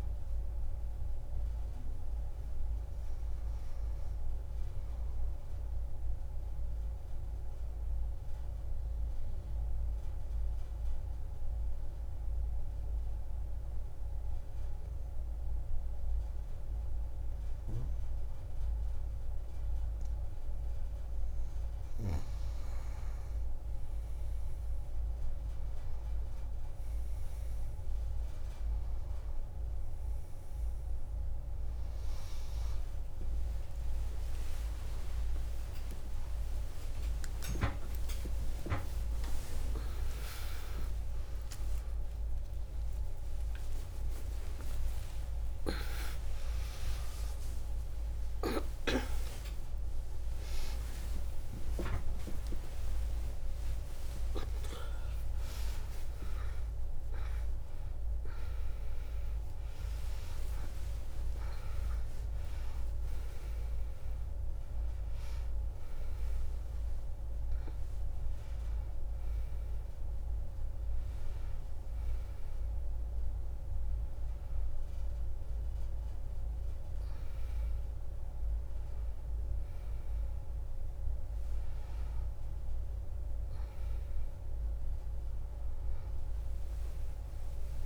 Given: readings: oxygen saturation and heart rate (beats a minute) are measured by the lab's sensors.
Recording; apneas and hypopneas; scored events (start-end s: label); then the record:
a person awake in a sleep study, by a room microphone; 1
0.00-4.00 s: oxygen desaturation (device-marked, oxygen 87% lowest)
6.00-21.50 s: obstructive apnea (oxygen 98% before, 89% lowest)
30.00-40.00 s: oxygen desaturation (device-marked, oxygen 96% before, 91% lowest)
39.00-87.86 s: new sleep stage, awake
58.00-74.00 s: oxygen desaturation (device-marked, oxygen 92% before, 89% lowest)
From the record:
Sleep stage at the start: N2 (light sleep); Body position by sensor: on the back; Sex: female